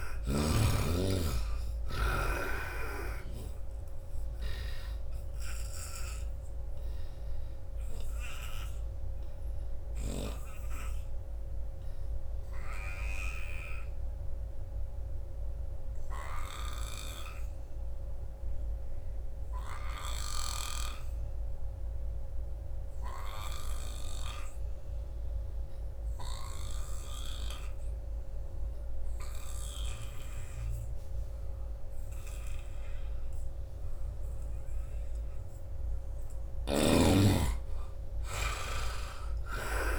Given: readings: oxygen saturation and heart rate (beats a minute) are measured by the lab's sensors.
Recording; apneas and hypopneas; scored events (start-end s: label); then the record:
breathing in sleep by a room microphone; 1
0.00-21.00 s: oxygen desaturation (device-marked, oxygen 73% lowest, heart rate 76 extreme)
7.00-35.50 s: obstructive apnea (oxygen 97% before, 73% lowest, heart rate 80 before, 76 extreme, up 18 after)
16.50-20.50 s: snoring (device-marked)
23.00-39.99 s: oxygen desaturation (device-marked, oxygen 96% before, 74% lowest, heart rate 85 before, 74 extreme)
33.00-35.00 s: long interval between heartbeats (device-marked, heart rate 81 before, 86 extreme)
35.50-37.50 s: long interval between heartbeats (device-marked, heart rate 81 before, 94 extreme)
36.00-39.99 s: snoring (device-marked)
36.50-39.50 s: arousal
From the record:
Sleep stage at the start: N2 (light sleep); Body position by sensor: on the right side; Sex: male